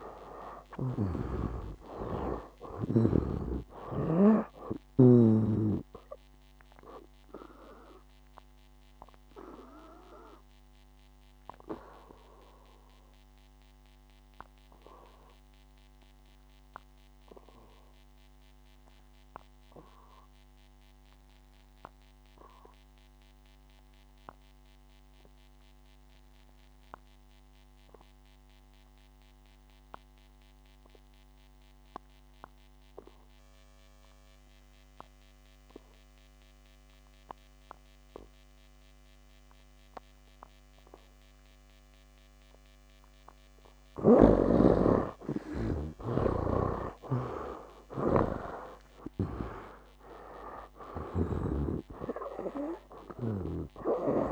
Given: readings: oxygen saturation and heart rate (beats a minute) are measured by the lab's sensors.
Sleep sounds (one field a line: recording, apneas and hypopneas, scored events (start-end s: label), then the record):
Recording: breathing in sleep by a microphone on the trachea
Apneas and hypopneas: 1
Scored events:
0.00-2.50 s: arousal
0.00-27.00 s: oxygen desaturation (device-marked, oxygen 73% lowest, heart rate 59 extreme)
1.00-4.50 s: snoring (device-marked)
8.50-43.00 s: obstructive apnea (oxygen 98% before, 72% lowest, heart rate 70 before, 59 extreme, up 15 after)
32.00-54.32 s: oxygen desaturation (device-marked, oxygen 99% before, 72% lowest, heart rate 65 before, 60 extreme)
46.50-51.00 s: arousal
46.50-52.00 s: snoring (device-marked)
From the record:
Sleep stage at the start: N2 (light sleep)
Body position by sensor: on the back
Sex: male